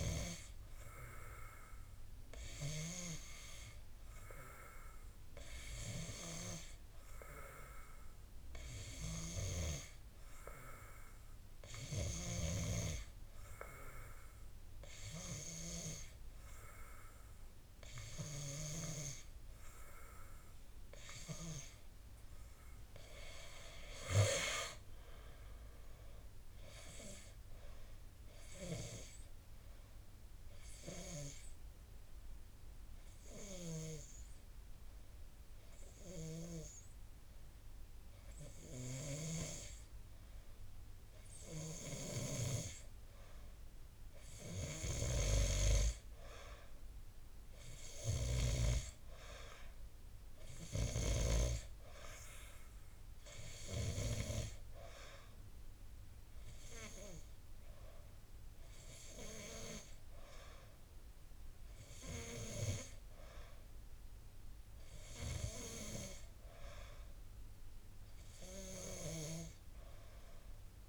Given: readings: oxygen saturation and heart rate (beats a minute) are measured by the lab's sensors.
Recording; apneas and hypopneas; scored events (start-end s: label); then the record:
breathing in sleep by a room microphone; 2
11.50-21.50 s: hypopnea (oxygen 94% before, 91% lowest, heart rate 57 before, 48 extreme, up 9 after)
23.50-27.00 s: arousal
29.50-43.50 s: hypopnea (oxygen 94% before, 91% lowest, heart rate 60 before, 48 extreme, up 12 after)
47.50-51.00 s: arousal
57.00-67.00 s: oxygen desaturation (device-marked, oxygen 95% before, 91% lowest, heart rate 57 before, 55 extreme)
From the record:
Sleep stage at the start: N2 (light sleep); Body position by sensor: on the back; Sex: male